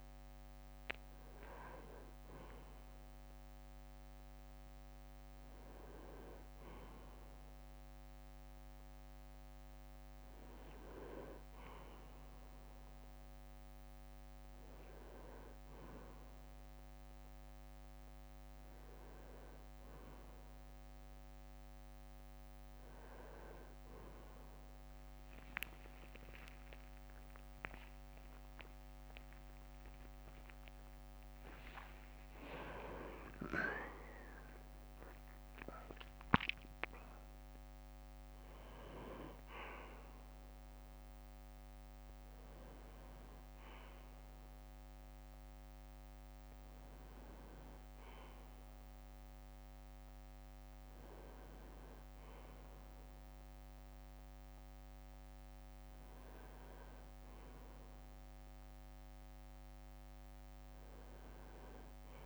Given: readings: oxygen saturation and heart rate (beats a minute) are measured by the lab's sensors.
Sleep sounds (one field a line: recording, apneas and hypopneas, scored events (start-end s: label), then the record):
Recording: a person awake in a sleep study, by a microphone on the trachea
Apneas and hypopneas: none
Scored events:
none scored
From the record:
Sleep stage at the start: awake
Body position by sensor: on the right side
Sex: male